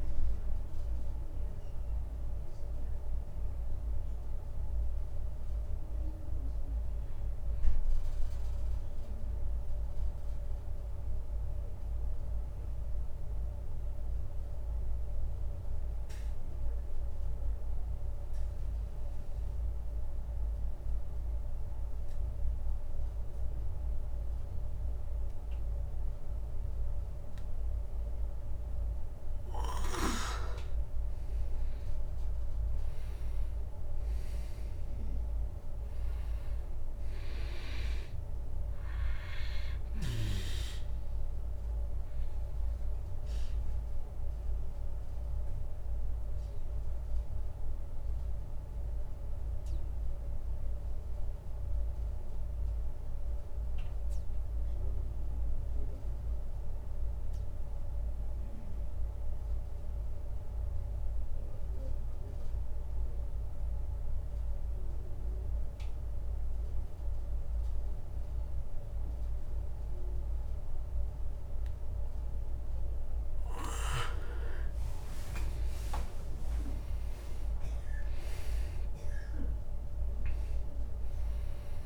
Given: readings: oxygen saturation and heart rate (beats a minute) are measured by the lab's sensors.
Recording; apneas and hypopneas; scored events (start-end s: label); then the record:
breathing in sleep by a room microphone; 2
0.00-4.00 s: oxygen desaturation (device-marked, oxygen 89% lowest)
7.00-29.00 s: obstructive apnea (oxygen 100% before, 93% lowest, heart rate 42 before, 46 extreme, up 40 after)
28.00-63.00 s: oxygen desaturation (device-marked, oxygen 99% before, 93% lowest)
32.00-36.00 s: arousal
43.50-73.00 s: obstructive apnea (oxygen 100% before, 91% lowest)
75.50-79.00 s: arousal
76.00-81.85 s: oxygen desaturation (device-marked, oxygen 99% before, 91% lowest)
From the record:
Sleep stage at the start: N2 (light sleep); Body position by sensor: on the back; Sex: male